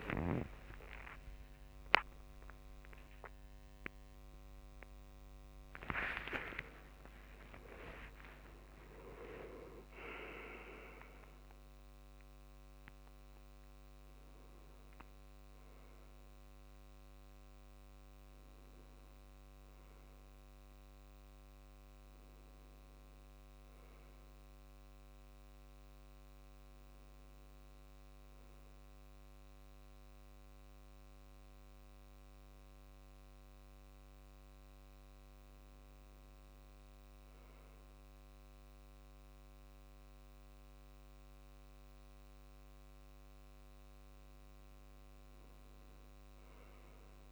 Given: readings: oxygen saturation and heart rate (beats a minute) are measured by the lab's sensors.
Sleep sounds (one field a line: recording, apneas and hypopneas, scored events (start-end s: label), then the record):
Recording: a person partly awake in a sleep study, by a microphone on the trachea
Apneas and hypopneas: none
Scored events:
1.00-31.00 s: new sleep stage, N1 (lightest sleep)
31.00-47.32 s: new sleep stage, N2 (light sleep)
44.50-46.50 s: long interval between heartbeats (device-marked, heart rate 72 before, 71 extreme)
From the record:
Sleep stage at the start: awake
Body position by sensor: on the left side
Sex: male